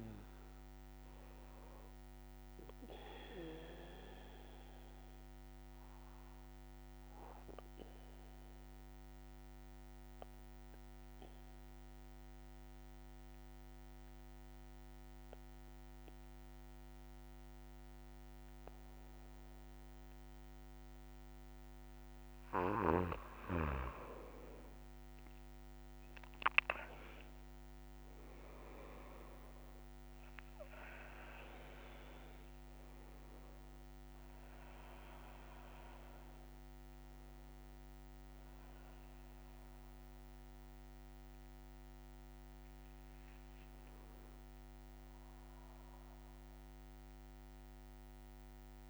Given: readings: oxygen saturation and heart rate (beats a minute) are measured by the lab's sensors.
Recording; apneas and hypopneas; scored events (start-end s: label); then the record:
breathing in sleep by a microphone on the trachea; 1
0.00-9.50 s: oxygen desaturation (device-marked, oxygen 93% lowest, heart rate 27 extreme)
3.00-22.00 s: mixed apnea (oxygen 97% before, 93% lowest)
30.50-48.90 s: oxygen desaturation (device-marked, oxygen 98% before, 93% lowest)
From the record:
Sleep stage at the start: N3 (deep sleep); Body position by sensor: on the back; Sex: male